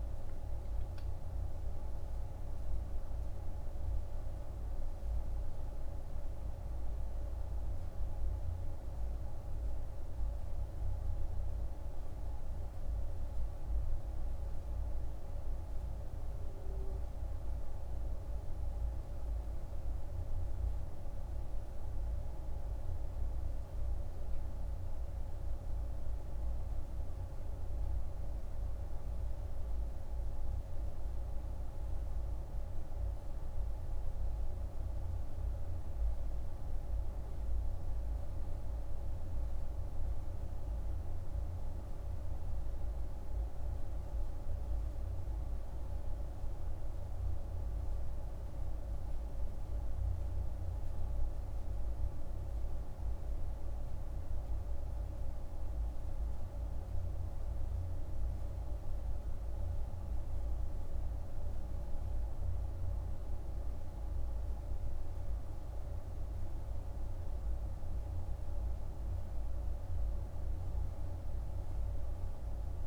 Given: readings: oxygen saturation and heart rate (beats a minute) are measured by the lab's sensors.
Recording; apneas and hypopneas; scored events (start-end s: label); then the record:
breathing in sleep, hard to hear, by a room microphone; none
0.00-1.50 s: arousal
70.50-72.87 s: new sleep stage, N2 (light sleep)
From the record:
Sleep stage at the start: N1 (lightest sleep); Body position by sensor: on the back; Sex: male